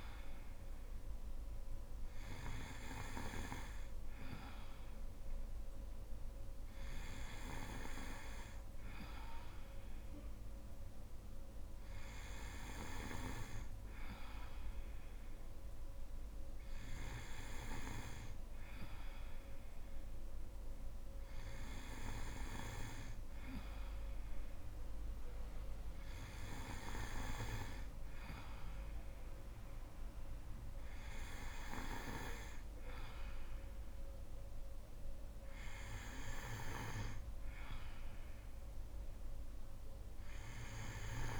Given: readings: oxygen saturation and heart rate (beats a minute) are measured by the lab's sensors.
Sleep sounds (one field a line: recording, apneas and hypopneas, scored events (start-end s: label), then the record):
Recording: breathing in sleep by a room microphone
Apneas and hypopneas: none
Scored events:
none scored
From the record:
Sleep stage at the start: N2 (light sleep)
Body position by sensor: on the right side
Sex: female